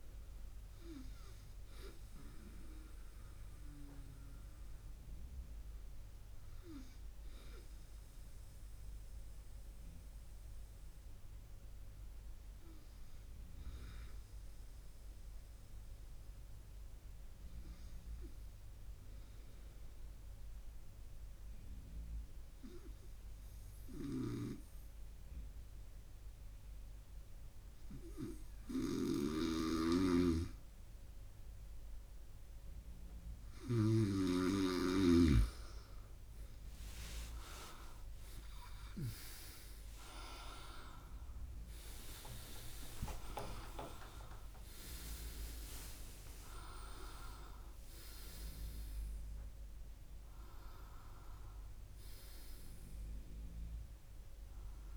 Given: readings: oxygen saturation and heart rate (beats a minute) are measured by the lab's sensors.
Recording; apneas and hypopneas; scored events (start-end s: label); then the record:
breathing in sleep by a room microphone; 1
6.00-30.00 s: hypopnea (oxygen 98% before, 95% lowest, heart rate 66 before, 64 extreme, up 0 after)
28.50-34.00 s: snoring (device-marked)
36.50-54.97 s: new sleep stage, N1 (lightest sleep)
37.00-43.50 s: arousal
From the record:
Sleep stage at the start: N2 (light sleep); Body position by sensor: on the right side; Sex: male